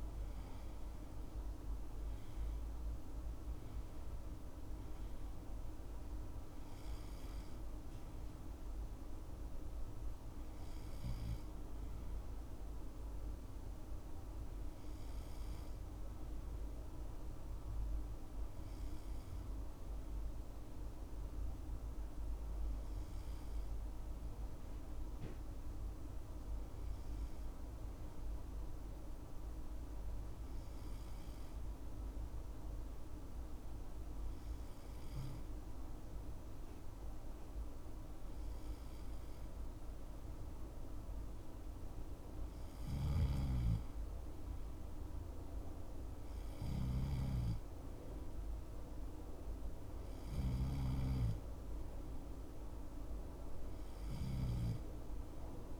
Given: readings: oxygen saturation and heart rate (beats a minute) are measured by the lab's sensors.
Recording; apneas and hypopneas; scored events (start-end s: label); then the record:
breathing in sleep, hard to hear, by a room microphone; none
42.50-47.00 s: snoring (device-marked)
From the record:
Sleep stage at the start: N2 (light sleep); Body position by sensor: on the left side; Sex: male